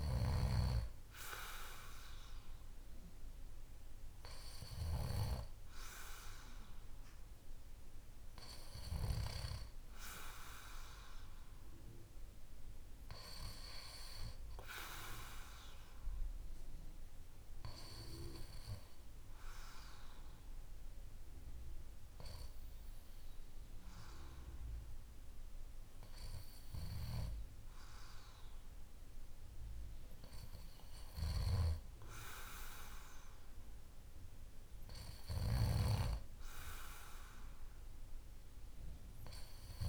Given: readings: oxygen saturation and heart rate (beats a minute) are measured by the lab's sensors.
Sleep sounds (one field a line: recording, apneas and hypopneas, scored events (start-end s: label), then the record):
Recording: breathing in sleep by a room microphone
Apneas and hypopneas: 1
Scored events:
10.00-13.50 s: arousal
16.50-29.50 s: hypopnea (oxygen 96% before, 94% lowest, heart rate 54 before, 52 extreme, up 2 after)
30.50-34.50 s: arousal
From the record:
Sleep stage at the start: N2 (light sleep)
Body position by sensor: on the back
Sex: male